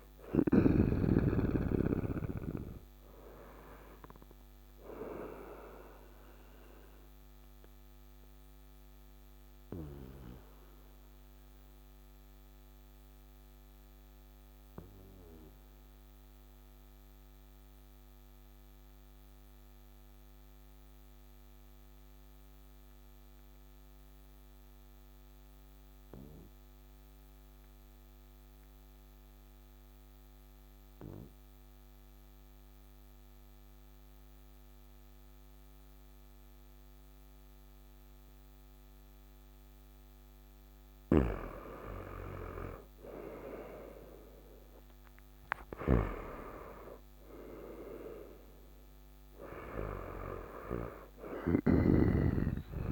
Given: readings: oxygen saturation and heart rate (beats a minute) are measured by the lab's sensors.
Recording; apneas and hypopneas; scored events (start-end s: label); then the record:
breathing in sleep by a microphone on the trachea; 1
0.00-5.50 s: oxygen desaturation (device-marked, oxygen 89% lowest, heart rate 54 extreme)
6.00-40.00 s: obstructive apnea (oxygen 95% before, 85% lowest, heart rate 64 before, 58 extreme, up 7 after)
7.50-24.50 s: oxygen desaturation (device-marked, oxygen 91% before, 85% lowest, heart rate 65 before, 60 extreme)
40.50-52.92 s: snoring (device-marked)
41.50-45.50 s: arousal
43.50-52.92 s: oxygen desaturation (device-marked, oxygen 98% before, 91% lowest, heart rate 64 before, 58 extreme)
From the record:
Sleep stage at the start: N2 (light sleep); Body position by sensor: on the right side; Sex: male